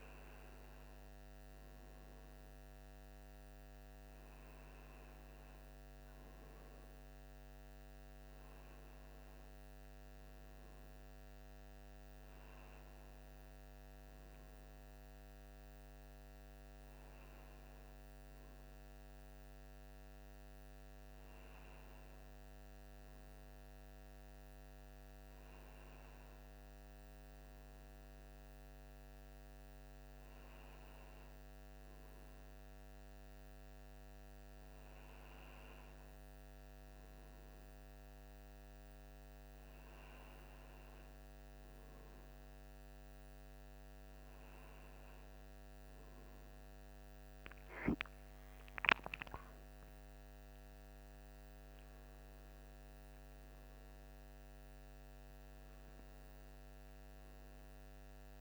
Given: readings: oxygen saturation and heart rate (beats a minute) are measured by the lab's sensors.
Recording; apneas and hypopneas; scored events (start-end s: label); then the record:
breathing in sleep, hard to hear, by a microphone on the trachea; none
44.00-49.00 s: arousal
From the record:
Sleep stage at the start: N1 (lightest sleep); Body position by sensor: on the right side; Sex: male